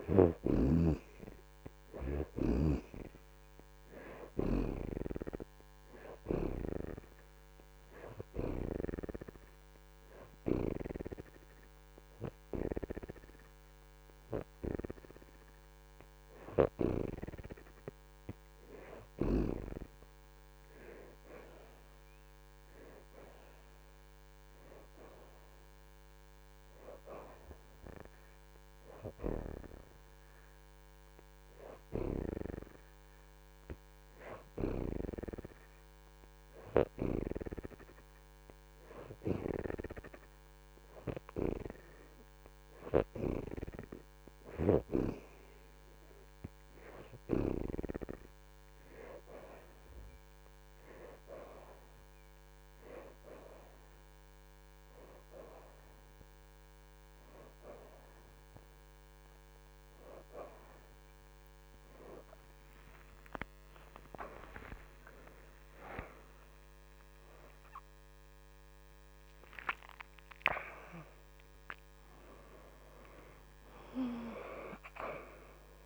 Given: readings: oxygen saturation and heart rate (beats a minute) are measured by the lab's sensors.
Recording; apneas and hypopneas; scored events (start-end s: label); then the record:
breathing in sleep by a microphone on the trachea; none
17.00-33.00 s: oxygen desaturation (device-marked, oxygen 70% before, 63% lowest)
39.00-49.00 s: oxygen desaturation (device-marked, oxygen 70% before, 63% lowest)
55.00-75.86 s: oxygen desaturation (device-marked, oxygen 73% before, 63% lowest)
61.50-66.50 s: arousal
From the record:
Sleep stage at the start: N2 (light sleep); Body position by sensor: on the back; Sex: female